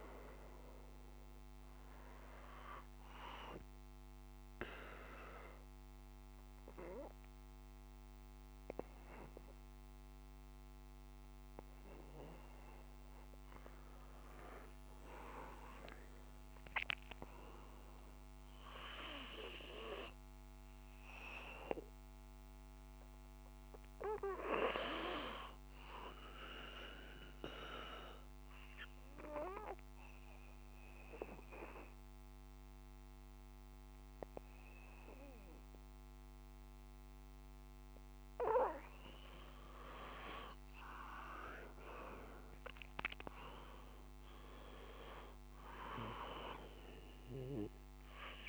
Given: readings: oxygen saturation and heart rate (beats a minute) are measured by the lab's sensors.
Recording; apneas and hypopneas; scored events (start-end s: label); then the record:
breathing in sleep by a microphone on the trachea; 2
0.00-1.50 s: oxygen desaturation (device-marked, oxygen 93% lowest)
3.00-13.00 s: obstructive apnea (oxygen 96% before, 93% lowest, heart rate 32 before, 28 extreme, up 49 after)
14.00-18.00 s: arousal
27.00-38.50 s: obstructive apnea (oxygen 97% before, 93% lowest)
40.00-43.50 s: arousal
From the record:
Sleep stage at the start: N2 (light sleep); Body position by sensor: on the back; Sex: male